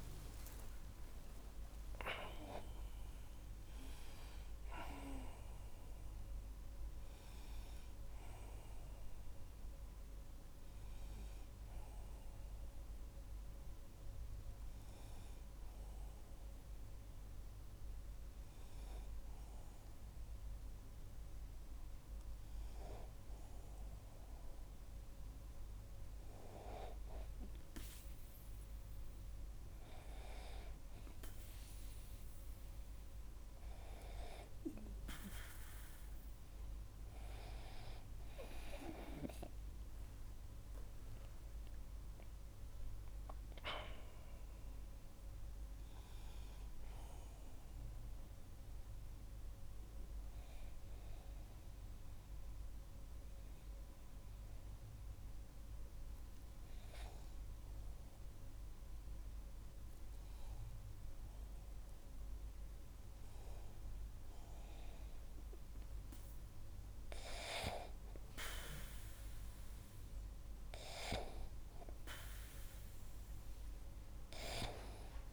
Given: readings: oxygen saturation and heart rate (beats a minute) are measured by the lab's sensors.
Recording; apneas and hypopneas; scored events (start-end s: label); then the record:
breathing in sleep by a room microphone; 1
39.50-44.00 s: arousal
49.50-62.00 s: hypopnea (oxygen 99% before, 96% lowest, heart rate 49 before, 40 extreme, up 0 after)
69.50-75.33 s: new sleep stage, N2 (light sleep)
70.50-75.33 s: arousal
From the record:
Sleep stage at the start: N1 (lightest sleep); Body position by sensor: on the back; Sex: male